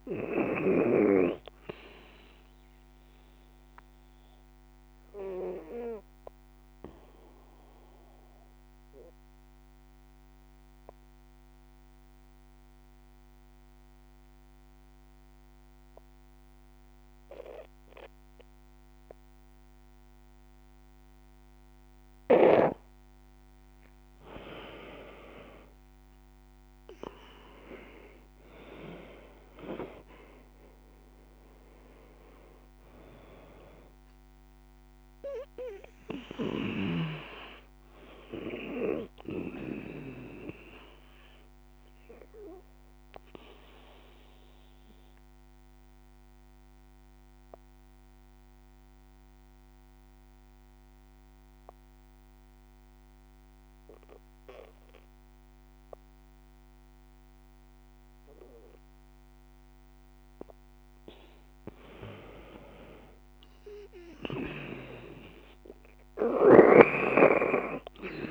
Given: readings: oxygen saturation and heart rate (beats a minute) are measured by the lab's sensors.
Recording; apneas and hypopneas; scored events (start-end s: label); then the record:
breathing in sleep by a microphone on the trachea; 2
0.00-22.00 s: oxygen desaturation (device-marked, oxygen 82% lowest, heart rate 55 extreme)
2.00-21.50 s: obstructive apnea (oxygen 96% before, 82% lowest, heart rate 81 before, 55 extreme, up 11 after)
25.00-30.50 s: arousal
31.00-64.00 s: oxygen desaturation (device-marked, oxygen 96% before, 84% lowest, heart rate 62 before, 55 extreme)
41.00-59.50 s: obstructive apnea (oxygen 96% before, 83% lowest, heart rate 64 before, 56 extreme, up 9 after)
63.50-68.00 s: arousal
From the record:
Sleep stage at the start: N2 (light sleep); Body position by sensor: on the back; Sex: female